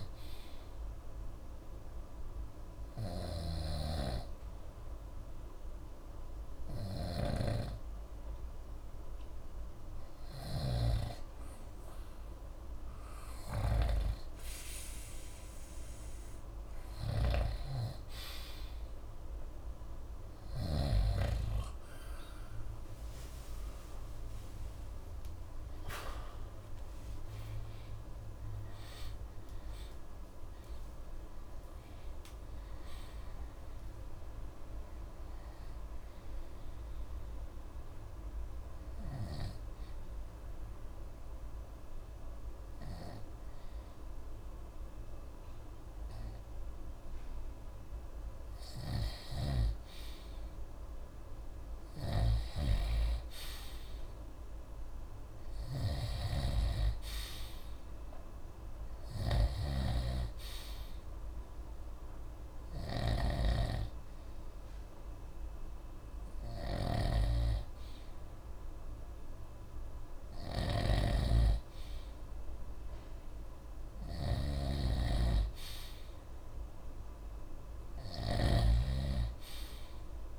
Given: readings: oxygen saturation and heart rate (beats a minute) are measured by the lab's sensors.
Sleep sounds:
breathing in sleep by a room microphone; 2
0.00-21.00 s: snoring (device-marked)
2.00-14.50 s: hypopnea (oxygen 96% before, 91% lowest, heart rate 60 before, 54 extreme, up 2 after)
18.00-22.00 s: arousal
37.00-49.00 s: hypopnea (oxygen 94% before, 92% lowest)
48.50-80.39 s: snoring (device-marked)
50.00-54.00 s: arousal
60.00-72.00 s: oxygen desaturation (device-marked, oxygen 96% before, 92% lowest)
From the record:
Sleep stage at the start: N2 (light sleep); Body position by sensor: on the right side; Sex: male

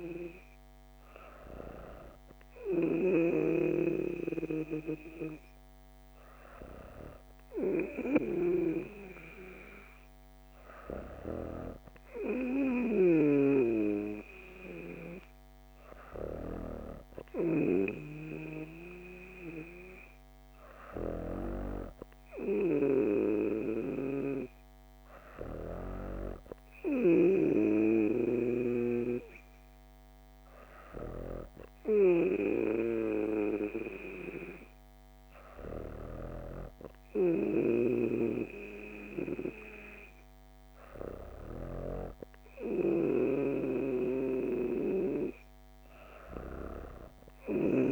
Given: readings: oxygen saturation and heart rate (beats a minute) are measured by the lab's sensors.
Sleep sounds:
breathing in sleep by a microphone on the trachea; none
none scored
From the record:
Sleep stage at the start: N2 (light sleep); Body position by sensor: on the back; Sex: female

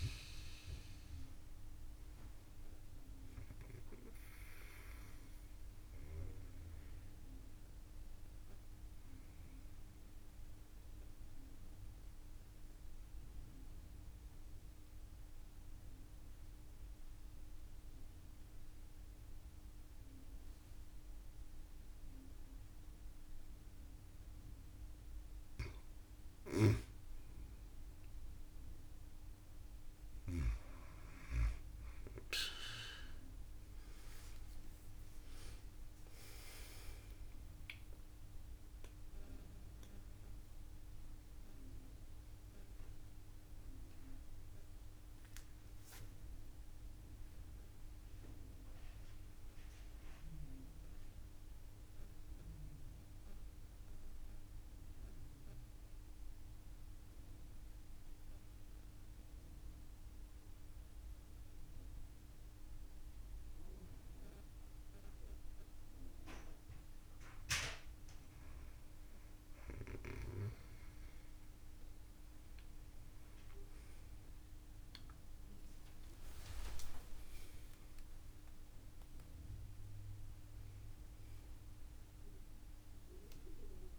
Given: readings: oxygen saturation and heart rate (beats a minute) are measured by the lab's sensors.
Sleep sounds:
breathing in sleep by a room microphone; 2
0.00-21.50 s: oxygen desaturation (device-marked, oxygen 92% lowest)
10.00-25.00 s: mixed apnea (oxygen 98% before, 92% lowest)
27.50-32.50 s: arousal
30.00-32.00 s: long interval between heartbeats (device-marked)
34.00-36.00 s: long interval between heartbeats (device-marked)
44.00-68.00 s: obstructive apnea (oxygen 96% before, 93% lowest)
73.50-78.50 s: arousal
76.00-78.00 s: long interval between heartbeats (device-marked, heart rate 34 before, 111 extreme)
79.50-81.50 s: long interval between heartbeats (device-marked, heart rate 40 before, 57 extreme)
From the record:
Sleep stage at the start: N2 (light sleep); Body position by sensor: on the back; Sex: female

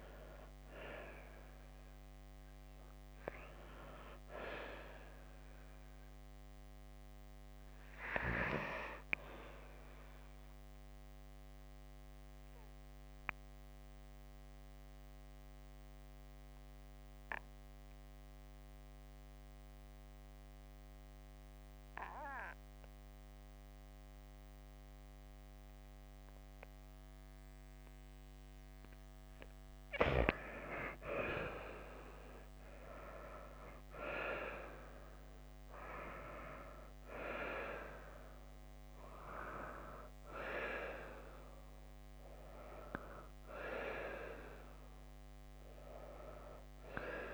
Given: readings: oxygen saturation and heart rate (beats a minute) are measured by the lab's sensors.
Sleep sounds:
breathing in sleep by a microphone on the trachea; 1
0.00-3.50 s: oxygen desaturation (device-marked, oxygen 87% lowest)
12.00-28.00 s: obstructive apnea (oxygen 96% before, 91% lowest)
31.50-34.50 s: arousal
35.50-47.34 s: oxygen desaturation (device-marked, oxygen 96% before, 91% lowest)
From the record:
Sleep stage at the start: N2 (light sleep); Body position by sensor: on the back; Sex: female

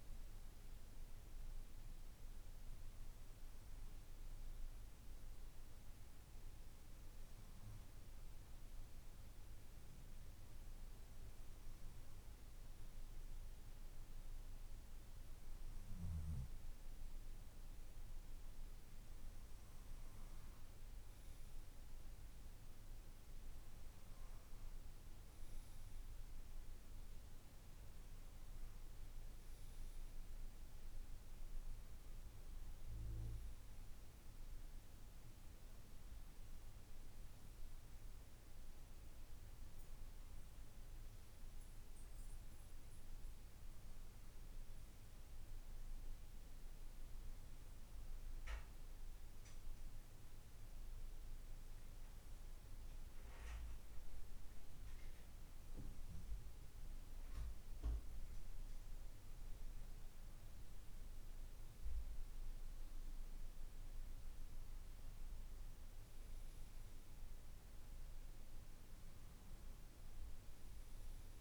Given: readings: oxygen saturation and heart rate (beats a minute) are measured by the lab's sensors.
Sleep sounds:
breathing in sleep, hard to hear, by a room microphone; none
none scored
From the record:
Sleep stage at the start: N2 (light sleep); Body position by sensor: on the left side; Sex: male

